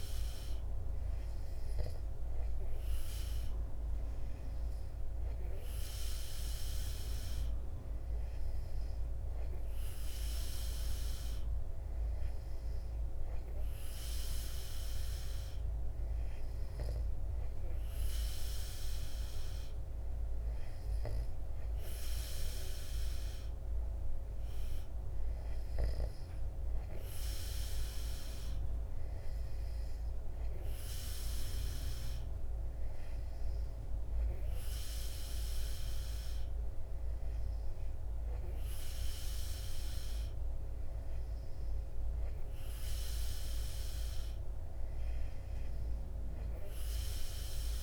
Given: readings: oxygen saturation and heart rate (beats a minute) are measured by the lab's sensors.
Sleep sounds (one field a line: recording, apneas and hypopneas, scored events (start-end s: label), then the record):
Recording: breathing in sleep, hard to hear, by a room microphone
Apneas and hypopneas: none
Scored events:
none scored
From the record:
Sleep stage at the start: N2 (light sleep)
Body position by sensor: on the back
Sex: male